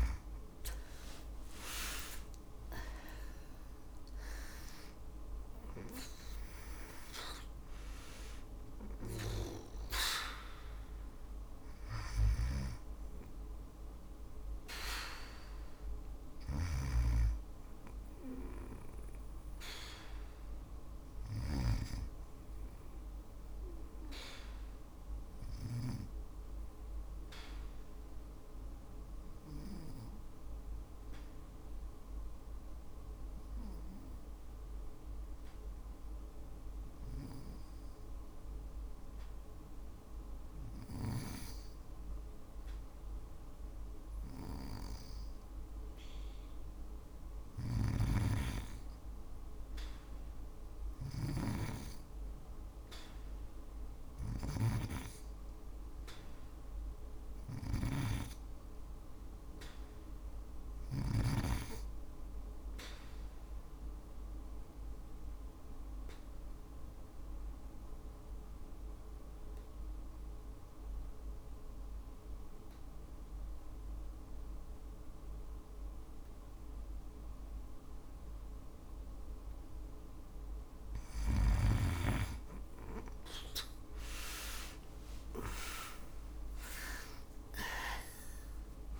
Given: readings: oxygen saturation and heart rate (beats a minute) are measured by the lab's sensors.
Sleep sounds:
breathing in sleep by a room microphone; 2
0.00-3.50 s: arousal
0.00-27.50 s: oxygen desaturation (device-marked, oxygen 79% lowest, heart rate 57 extreme)
11.50-25.00 s: snoring (device-marked)
27.50-44.50 s: obstructive apnea (oxygen 98% before, 81% lowest, heart rate 59 before, 57 extreme, up 0 after)
45.50-72.50 s: oxygen desaturation (device-marked, oxygen 98% before, 90% lowest, heart rate 57 before, 57 extreme)
46.50-49.00 s: arousal
46.50-60.50 s: snoring (device-marked)
63.50-79.50 s: obstructive apnea (oxygen 98% before, 81% lowest, heart rate 58 before, 57 extreme, up 6 after)
83.00-87.50 s: arousal
87.50-89.00 s: oxygen desaturation (device-marked, oxygen 93% before, 81% lowest, heart rate 59 before, 55 extreme)
From the record:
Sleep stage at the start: N2 (light sleep); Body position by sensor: on the back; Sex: female

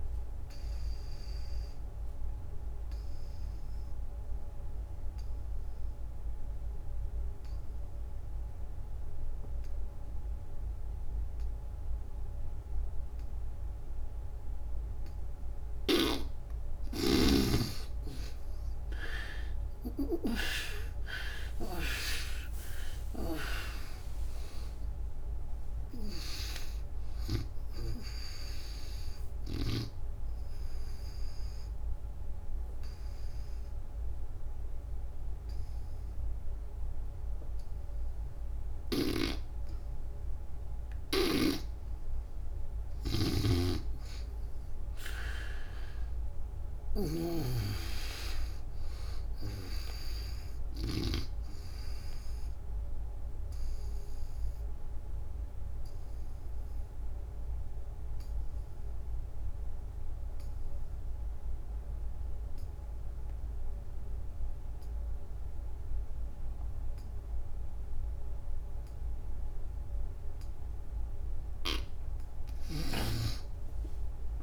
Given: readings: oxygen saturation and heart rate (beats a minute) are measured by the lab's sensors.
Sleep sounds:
breathing in sleep by a room microphone; 3
0.00-10.50 s: oxygen desaturation (device-marked, oxygen 76% lowest, heart rate 63 extreme)
0.50-15.50 s: obstructive apnea (oxygen 98% before, 76% lowest, heart rate 81 before, 63 extreme, up 26 after)
16.50-21.50 s: arousal
19.50-38.50 s: oxygen desaturation (device-marked, oxygen 98% before, 78% lowest, heart rate 69 before, 64 extreme)
29.50-42.50 s: obstructive apnea (oxygen 98% before, 77% lowest, heart rate 83 before, 64 extreme, up 21 after)
38.50-47.00 s: snoring (device-marked)
43.50-68.50 s: oxygen desaturation (device-marked, oxygen 98% before, 83% lowest, heart rate 91 before, 63 extreme)
45.00-49.00 s: arousal
52.50-70.00 s: obstructive apnea (oxygen 98% before, 77% lowest, heart rate 81 before, 63 extreme, up 26 after)
72.00-74.43 s: arousal
72.00-74.43 s: snoring (device-marked)
From the record:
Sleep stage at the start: N2 (light sleep); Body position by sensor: on the back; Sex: female

